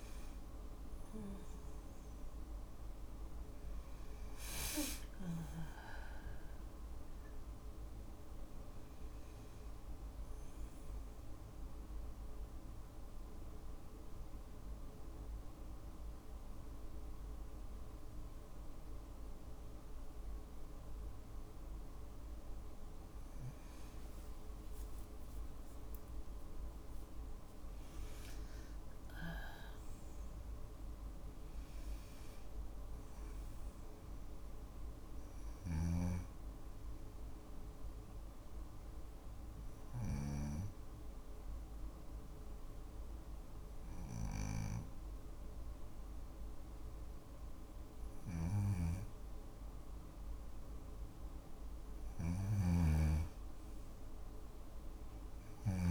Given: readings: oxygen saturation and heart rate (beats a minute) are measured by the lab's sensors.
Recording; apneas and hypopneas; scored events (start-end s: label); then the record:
breathing in sleep by a room microphone; 2
10.50-21.50 s: central apnea (oxygen 95% before, 93% lowest, heart rate 94 before, 54 extreme, up 23 after)
23.00-27.00 s: arousal
25.50-55.91 s: new sleep stage, N2 (light sleep)
34.00-48.50 s: hypopnea (oxygen 97% before, 93% lowest, heart rate 61 before, 54 extreme, up 21 after)
34.50-39.50 s: snoring (device-marked)
51.50-55.00 s: snoring (device-marked)
From the record:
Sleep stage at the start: N1 (lightest sleep); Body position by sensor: on the back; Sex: female